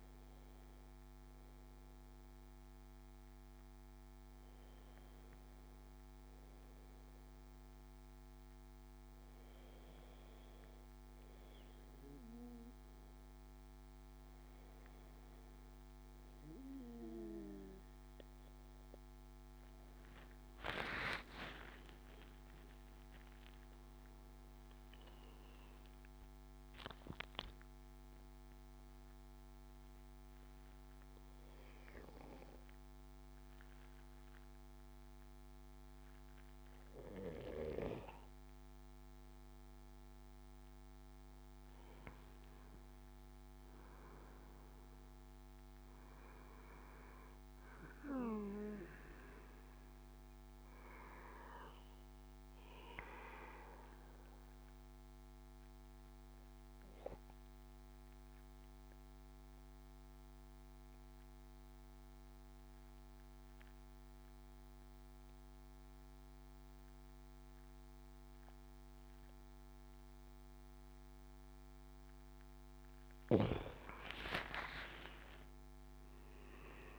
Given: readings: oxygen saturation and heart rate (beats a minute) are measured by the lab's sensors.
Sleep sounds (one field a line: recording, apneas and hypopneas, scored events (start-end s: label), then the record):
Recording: breathing in sleep by a microphone on the trachea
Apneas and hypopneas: 2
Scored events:
19.50-23.00 s: arousal
19.50-76.99 s: new sleep stage, N2 (light sleep)
25.00-36.50 s: mixed apnea (oxygen 98% before, 92% lowest, heart rate 72 before, 69 extreme, up 8 after)
39.50-43.50 s: arousal
53.00-71.50 s: obstructive apnea (oxygen 97% before, 92% lowest, heart rate 74 before, 68 extreme, up 10 after)
74.00-76.99 s: arousal
74.50-76.99 s: oxygen desaturation (device-marked, oxygen 97% before, 92% lowest, heart rate 73 before, 63 extreme)
From the record:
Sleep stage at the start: N1 (lightest sleep)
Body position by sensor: on the back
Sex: male